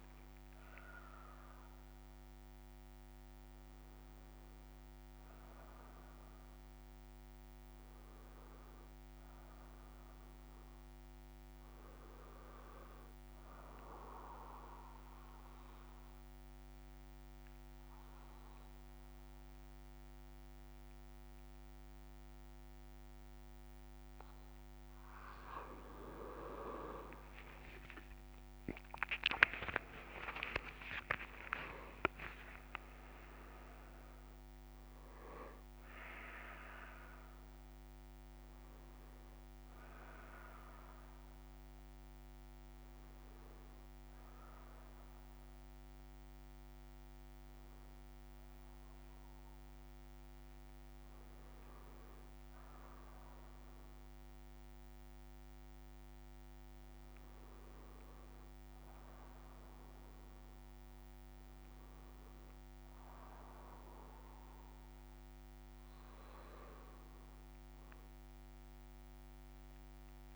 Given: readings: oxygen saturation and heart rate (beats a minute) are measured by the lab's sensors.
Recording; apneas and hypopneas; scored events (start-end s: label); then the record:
breathing in sleep by a microphone on the trachea; 1
13.50-25.50 s: obstructive apnea (oxygen 97% before, 93% lowest, heart rate 41 before, 47 extreme, up 4 after)
33.00-53.00 s: oxygen desaturation (device-marked, oxygen 97% before, 93% lowest)
From the record:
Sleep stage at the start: N1 (lightest sleep); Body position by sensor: on the back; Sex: male